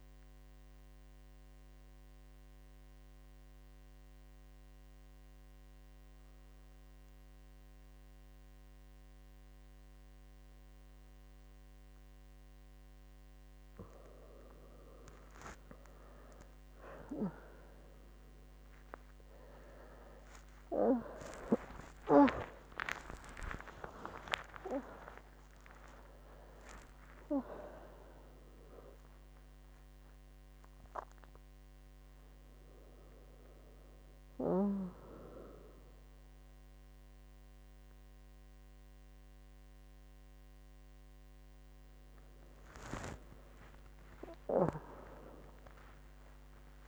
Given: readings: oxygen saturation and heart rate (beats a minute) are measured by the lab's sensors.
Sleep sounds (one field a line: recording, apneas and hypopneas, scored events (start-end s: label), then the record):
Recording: a person awake in a sleep study, by a microphone on the trachea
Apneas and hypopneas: 1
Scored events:
0.00-11.00 s: oxygen desaturation (device-marked, oxygen 95% lowest, heart rate 68 extreme)
0.50-14.50 s: obstructive apnea (oxygen 99% before, 95% lowest, heart rate 86 before, 68 extreme)
15.00-45.00 s: new sleep stage, awake
45.00-46.88 s: new sleep stage, N1 (lightest sleep)
From the record:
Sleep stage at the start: N2 (light sleep)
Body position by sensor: on the back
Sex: female